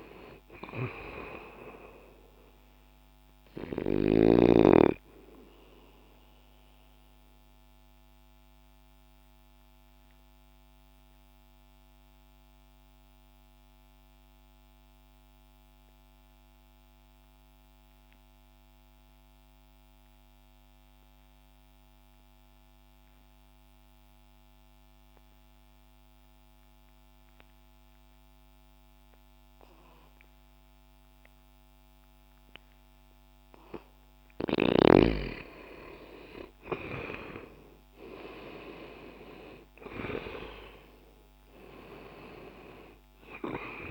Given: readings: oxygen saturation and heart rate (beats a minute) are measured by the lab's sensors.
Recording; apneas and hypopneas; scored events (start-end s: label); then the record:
breathing in sleep by a microphone on the trachea; 1
0.00-26.50 s: oxygen desaturation (device-marked, oxygen 80% lowest, heart rate 60 extreme)
6.00-33.50 s: obstructive apnea (oxygen 97% before, 80% lowest, heart rate 60 before, 60 extreme, up 0 after)
31.50-43.91 s: oxygen desaturation (device-marked, oxygen 96% before, 87% lowest, heart rate 60 before, 60 extreme)
36.50-41.00 s: arousal
From the record:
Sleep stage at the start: N2 (light sleep); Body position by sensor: on the left side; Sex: male